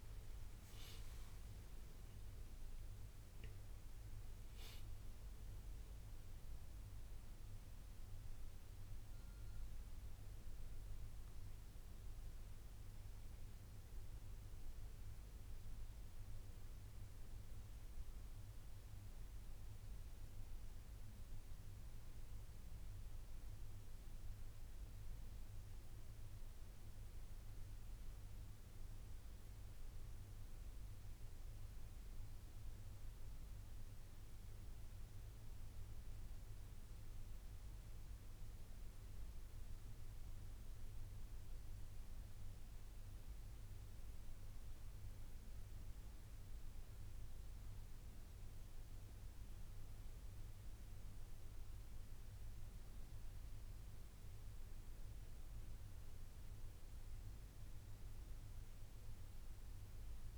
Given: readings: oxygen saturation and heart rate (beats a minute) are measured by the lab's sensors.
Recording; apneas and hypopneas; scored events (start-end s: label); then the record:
breathing in sleep, hard to hear, by a room microphone; none
none scored
From the record:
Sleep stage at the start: N1 (lightest sleep); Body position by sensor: on the right side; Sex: male